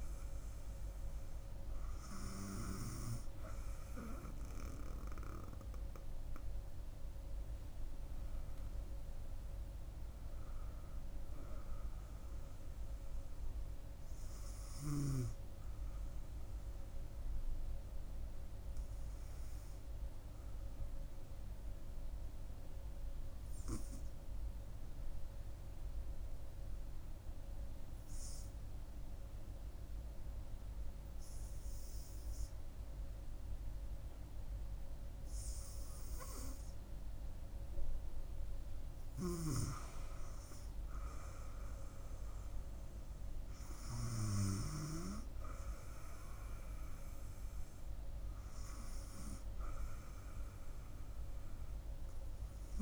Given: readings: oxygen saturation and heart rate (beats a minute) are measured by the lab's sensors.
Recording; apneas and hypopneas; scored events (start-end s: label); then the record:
breathing in sleep by a room microphone; 1
19.00-38.50 s: hypopnea (oxygen 97% before, 93% lowest, heart rate 71 before, 65 extreme, up 6 after)
40.00-44.00 s: arousal
49.50-52.82 s: oxygen desaturation (device-marked, oxygen 97% before, 93% lowest, heart rate 68 before, 68 extreme)
From the record:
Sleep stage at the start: N2 (light sleep); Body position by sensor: on the front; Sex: female